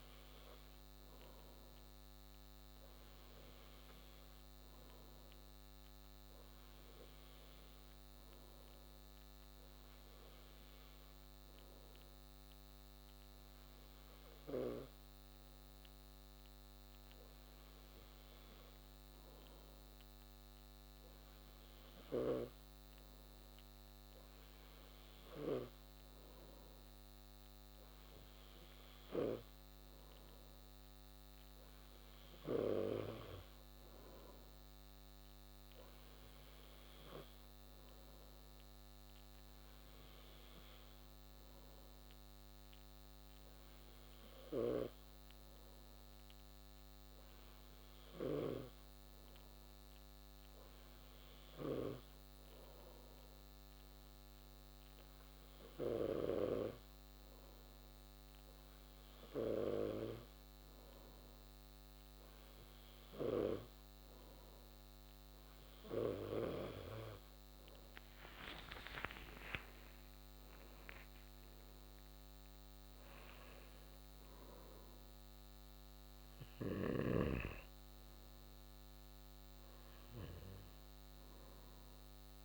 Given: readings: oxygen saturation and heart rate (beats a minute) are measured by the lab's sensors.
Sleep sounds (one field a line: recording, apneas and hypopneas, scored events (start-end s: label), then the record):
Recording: breathing in sleep by a microphone on the trachea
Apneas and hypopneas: none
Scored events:
68.00-73.00 s: arousal
From the record:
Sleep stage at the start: N2 (light sleep)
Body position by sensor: on the back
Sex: male